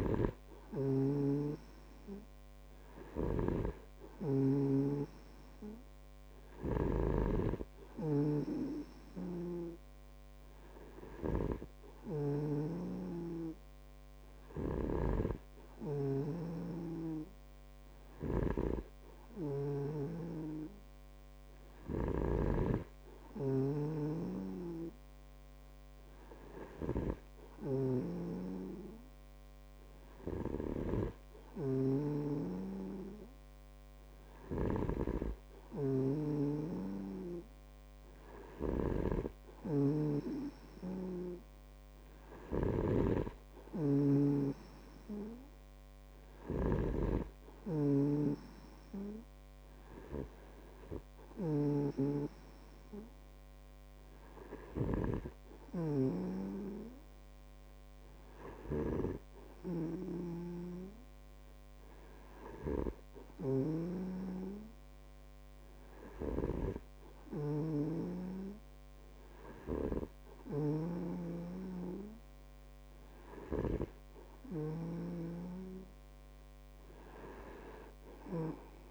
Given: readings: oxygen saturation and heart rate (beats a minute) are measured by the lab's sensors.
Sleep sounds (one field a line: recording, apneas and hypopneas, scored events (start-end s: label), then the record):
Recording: breathing in sleep by a microphone on the trachea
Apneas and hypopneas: none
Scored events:
0.00-74.50 s: snoring (device-marked)
From the record:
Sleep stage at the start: N2 (light sleep)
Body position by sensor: on the back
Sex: male